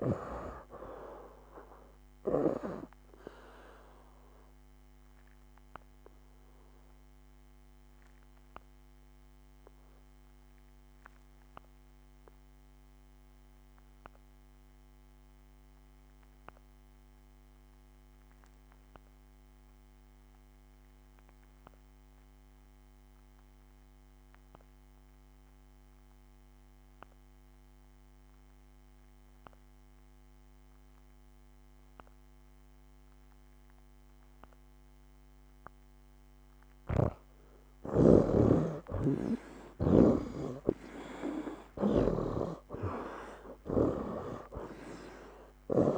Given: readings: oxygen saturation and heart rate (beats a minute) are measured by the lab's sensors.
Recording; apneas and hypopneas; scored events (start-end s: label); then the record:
breathing in sleep by a microphone on the trachea; 1
0.00-2.50 s: snoring (device-marked)
0.00-16.50 s: oxygen desaturation (device-marked, oxygen 51% lowest, heart rate 71 extreme)
3.50-36.50 s: obstructive apnea (oxygen 85% before, 51% lowest, heart rate 85 before, 72 extreme, up 18 after)
26.50-45.98 s: oxygen desaturation (device-marked, oxygen 96% before, 55% lowest, heart rate 76 before, 71 extreme)
36.50-40.00 s: snoring (device-marked)
39.00-43.50 s: arousal
42.00-45.98 s: snoring (device-marked)
From the record:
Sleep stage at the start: REM sleep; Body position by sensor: on the back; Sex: male